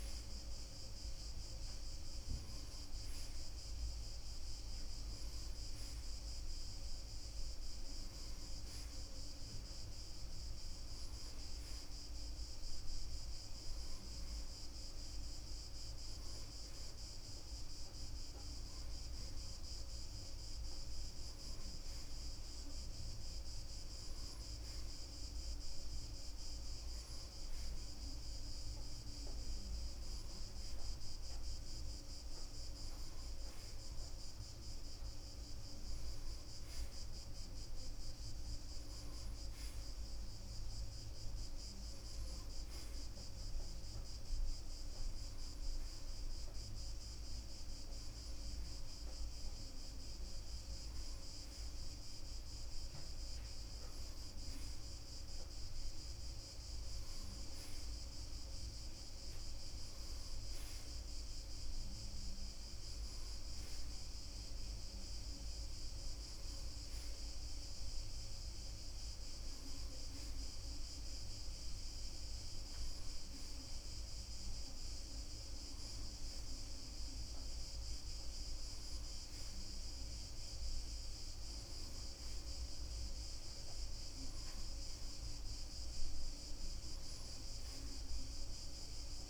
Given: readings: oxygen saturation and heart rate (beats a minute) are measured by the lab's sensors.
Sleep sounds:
breathing in sleep, hard to hear, by a room microphone; none
none scored
From the record:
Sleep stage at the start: N1 (lightest sleep); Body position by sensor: on the front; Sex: male

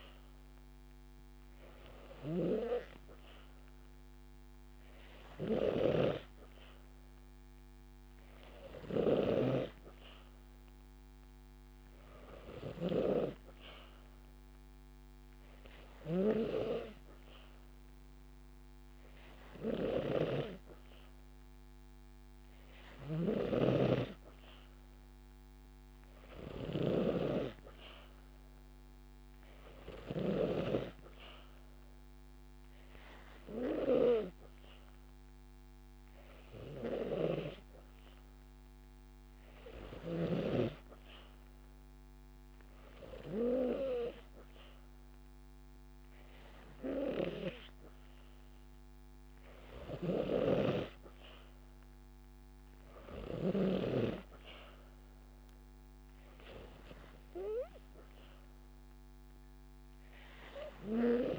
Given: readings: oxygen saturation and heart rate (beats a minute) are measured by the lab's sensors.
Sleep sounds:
breathing in sleep by a microphone on the trachea; none
18.00-20.00 s: long interval between heartbeats (device-marked)
29.50-31.50 s: long interval between heartbeats (device-marked)
From the record:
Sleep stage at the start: N2 (light sleep); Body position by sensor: on the back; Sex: female

